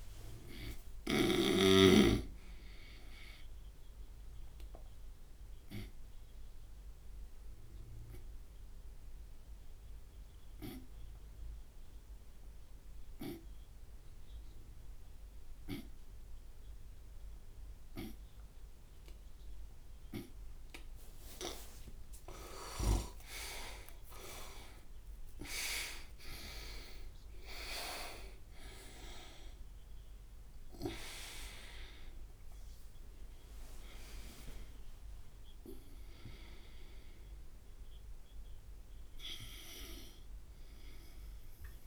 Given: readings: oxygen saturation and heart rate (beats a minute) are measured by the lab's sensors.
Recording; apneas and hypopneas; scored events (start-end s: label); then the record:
breathing in sleep by a room microphone; 1
0.50-4.50 s: arousal
8.50-21.00 s: obstructive apnea (oxygen 100% before, 86% lowest)
22.50-27.50 s: arousal
23.50-41.87 s: oxygen desaturation (device-marked, oxygen 97% before, 86% lowest)
From the record:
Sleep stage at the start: N2 (light sleep); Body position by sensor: on the right side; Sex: male